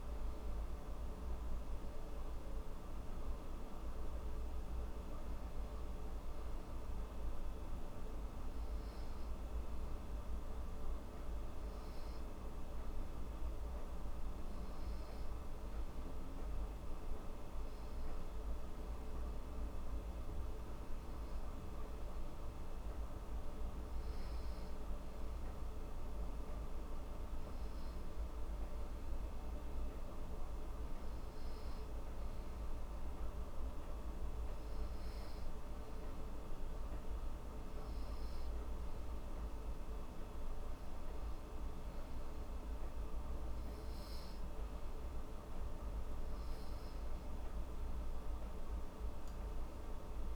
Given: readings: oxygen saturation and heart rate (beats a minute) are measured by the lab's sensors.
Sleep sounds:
breathing in sleep, hard to hear, by a room microphone; none
none scored
From the record:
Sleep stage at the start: N2 (light sleep); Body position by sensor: on the back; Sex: female

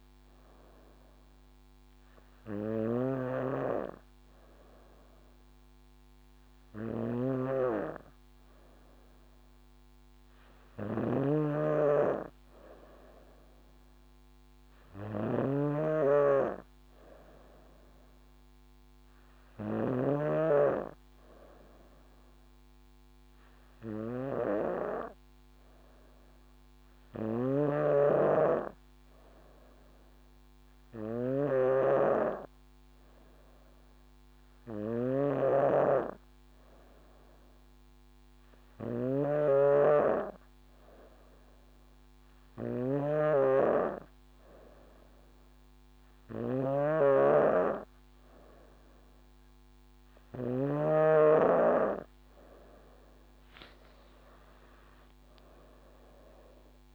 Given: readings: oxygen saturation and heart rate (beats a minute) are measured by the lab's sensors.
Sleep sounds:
breathing in sleep by a microphone on the trachea; none
0.00-20.00 s: snoring (device-marked)
5.00-20.00 s: drop in pulse transit time (device-marked, heart rate 62 before, 56 extreme)
27.00-51.00 s: snoring (device-marked)
53.50-56.95 s: arousal
54.50-56.95 s: leg movement (device-marked)
From the record:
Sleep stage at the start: N2 (light sleep); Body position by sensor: on the back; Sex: female

